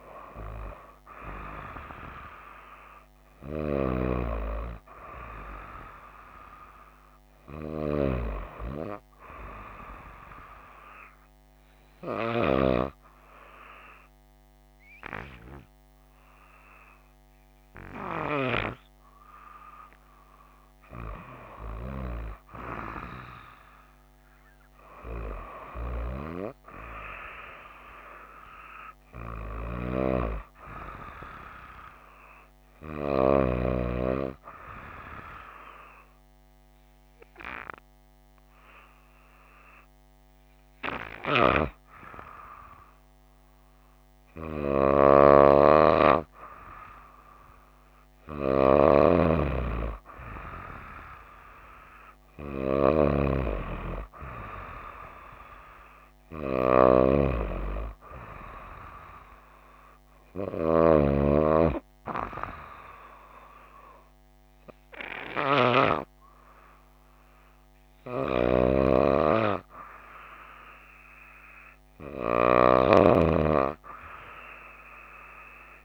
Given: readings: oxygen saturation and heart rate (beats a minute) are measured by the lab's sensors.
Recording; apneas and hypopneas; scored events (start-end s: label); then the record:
breathing in sleep by a microphone on the trachea; 2
11.50-21.50 s: hypopnea (oxygen 96% before, 94% lowest, heart rate 60 before, 58 extreme, up 4 after)
23.50-27.00 s: arousal
35.50-45.50 s: hypopnea (oxygen 96% before, 94% lowest, heart rate 61 before, 55 extreme, up 1 after)
49.00-52.50 s: arousal
From the record:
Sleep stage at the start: N2 (light sleep); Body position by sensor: on the right side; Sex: female